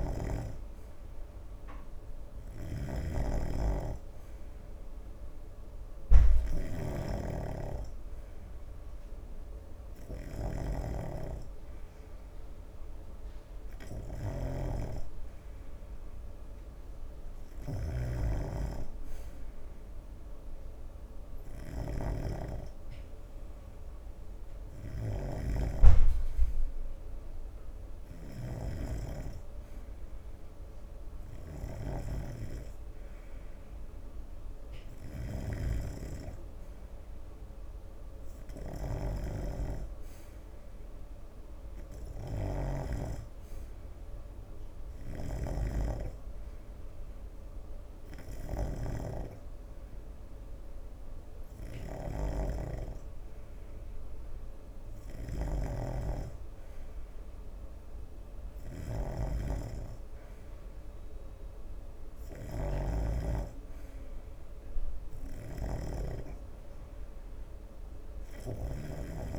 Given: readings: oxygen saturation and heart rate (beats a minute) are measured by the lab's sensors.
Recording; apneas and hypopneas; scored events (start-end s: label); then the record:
breathing in sleep by a room microphone; none
0.00-69.39 s: snoring (device-marked)
58.50-69.39 s: new sleep stage, N3 (deep sleep)
From the record:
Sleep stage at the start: N2 (light sleep); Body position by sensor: on the right side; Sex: male